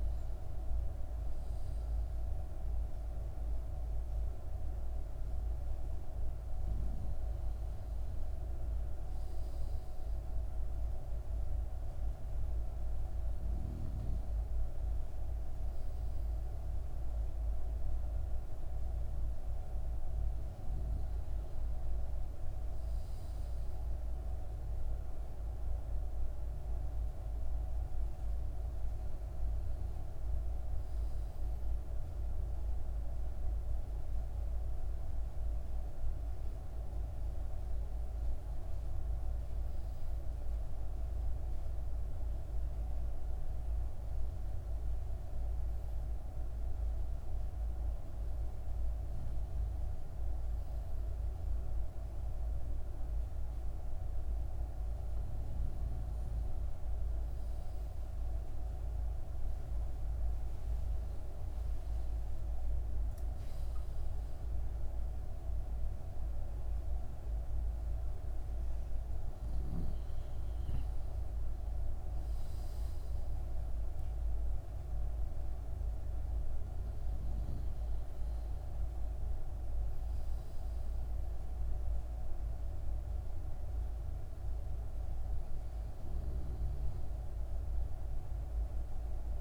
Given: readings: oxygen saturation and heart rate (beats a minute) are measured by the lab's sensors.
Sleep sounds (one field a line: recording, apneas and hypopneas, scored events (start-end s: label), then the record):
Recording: breathing in sleep, hard to hear, by a room microphone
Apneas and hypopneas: none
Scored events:
60.00-65.00 s: arousal
From the record:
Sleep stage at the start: N2 (light sleep)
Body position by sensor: on the left side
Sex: male